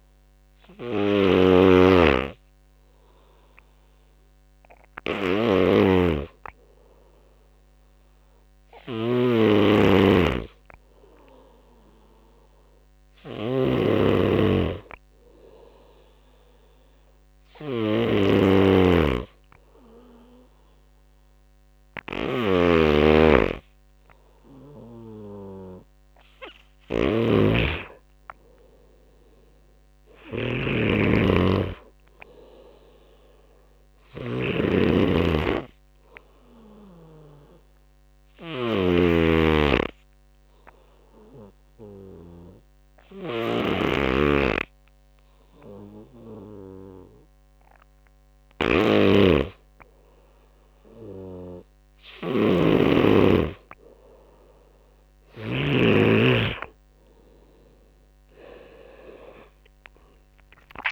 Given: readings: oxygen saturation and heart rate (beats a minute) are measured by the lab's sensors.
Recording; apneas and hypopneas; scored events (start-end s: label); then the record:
breathing in sleep by a microphone on the trachea; 1
0.00-11.50 s: oxygen desaturation (device-marked, oxygen 91% lowest)
0.00-55.00 s: snoring (device-marked)
37.50-50.00 s: hypopnea (oxygen 95% before, 91% lowest)
56.50-60.50 s: arousal
From the record:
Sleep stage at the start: N2 (light sleep); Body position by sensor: on the right side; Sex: male